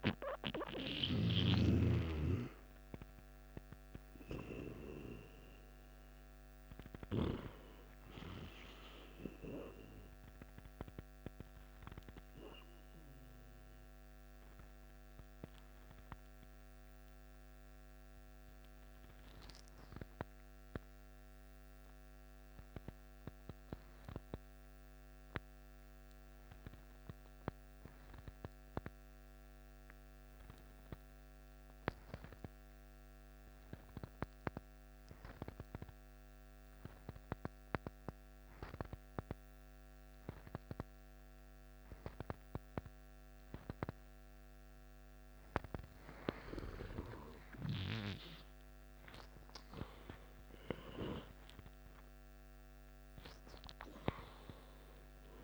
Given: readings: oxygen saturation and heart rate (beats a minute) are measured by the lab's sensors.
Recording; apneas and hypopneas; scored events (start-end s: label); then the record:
breathing in sleep by a microphone on the trachea; 1
0.00-17.00 s: oxygen desaturation (device-marked, oxygen 91% lowest, heart rate 51 extreme)
14.00-45.00 s: obstructive apnea (oxygen 96% before, 90% lowest, heart rate 62 before, 51 extreme, up 15 after)
37.00-55.44 s: oxygen desaturation (device-marked, oxygen 97% before, 90% lowest, heart rate 52 before, 51 extreme)
46.50-51.00 s: arousal
From the record:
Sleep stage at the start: N2 (light sleep); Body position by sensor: on the left side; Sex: male